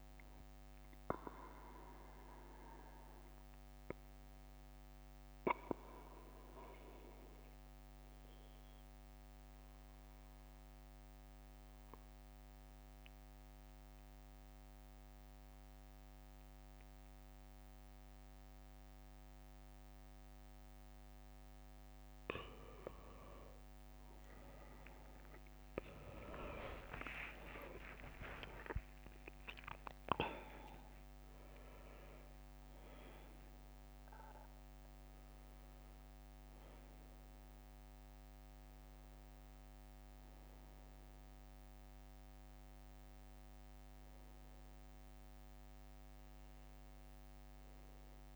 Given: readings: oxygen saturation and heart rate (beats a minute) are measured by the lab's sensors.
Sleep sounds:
breathing in sleep by a microphone on the trachea; 1
2.00-20.50 s: obstructive apnea (oxygen 98% before, 94% lowest, heart rate 67 before, 66 extreme, up 15 after)
25.50-30.50 s: arousal
26.00-28.00 s: long interval between heartbeats (device-marked, heart rate 68 before, 81 extreme)
26.50-29.50 s: leg movement (device-marked)
From the record:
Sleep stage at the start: N2 (light sleep); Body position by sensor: on the back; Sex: male

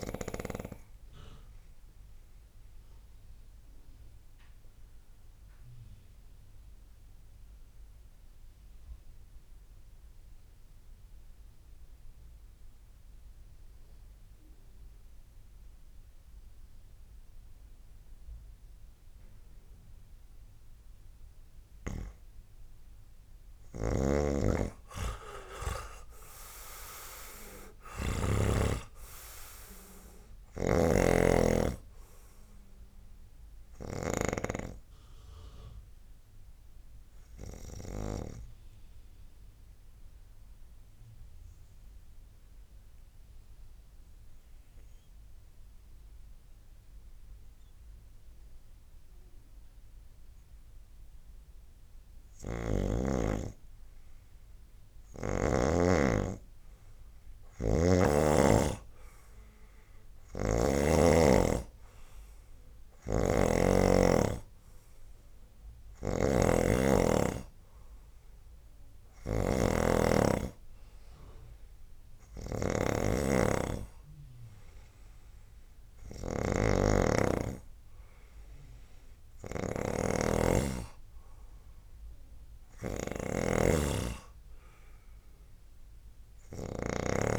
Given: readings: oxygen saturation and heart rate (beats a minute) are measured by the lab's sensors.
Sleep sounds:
breathing in sleep by a room microphone; 2
1.00-21.00 s: obstructive apnea (oxygen 96% before, 86% lowest, heart rate 81 before, 61 extreme, up 23 after)
21.50-52.50 s: oxygen desaturation (device-marked, oxygen 97% before, 86% lowest, heart rate 67 before, 61 extreme)
23.50-28.50 s: arousal
23.50-34.00 s: snoring (device-marked)
37.00-51.00 s: obstructive apnea (oxygen 97% before, 86% lowest, heart rate 76 before, 63 extreme, up 22 after)
54.00-59.00 s: arousal
60.00-87.39 s: snoring (device-marked)
65.50-77.50 s: oxygen desaturation (device-marked, oxygen 99% before, 92% lowest, heart rate 74 before, 75 extreme)
84.00-87.39 s: arousal
From the record:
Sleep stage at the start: N2 (light sleep); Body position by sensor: on the right side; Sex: male

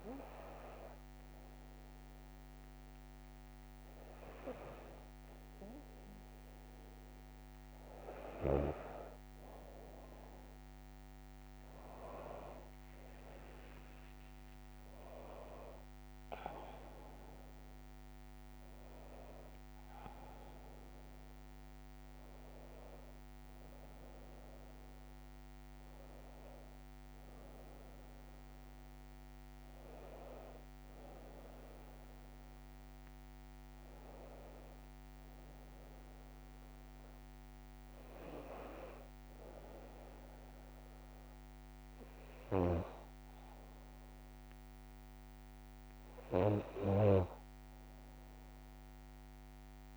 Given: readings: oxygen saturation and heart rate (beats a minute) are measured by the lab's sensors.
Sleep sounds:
breathing in sleep by a microphone on the trachea; none
11.50-15.50 s: arousal
23.50-49.96 s: new sleep stage, N2 (light sleep)
From the record:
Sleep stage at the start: N1 (lightest sleep); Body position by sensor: on the back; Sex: female

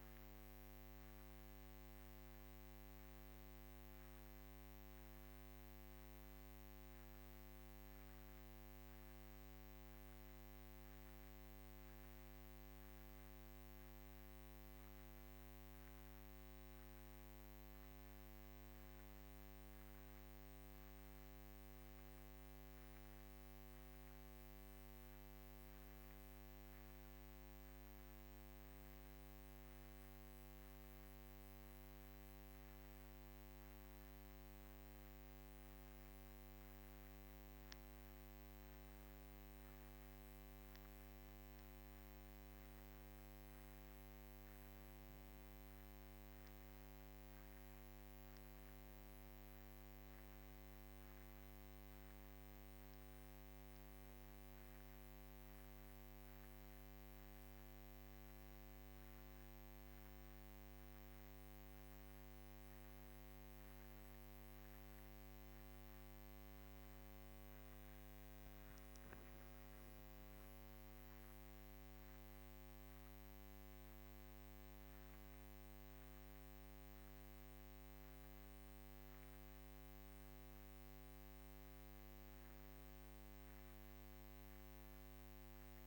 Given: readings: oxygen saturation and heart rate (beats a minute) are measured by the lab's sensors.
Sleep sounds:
a person partly awake in a sleep study, hard to hear, by a microphone on the trachea; none
10.00-70.00 s: new sleep stage, N1 (lightest sleep)
70.00-85.87 s: new sleep stage, N2 (light sleep)
From the record:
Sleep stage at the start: awake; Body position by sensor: on the back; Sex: female

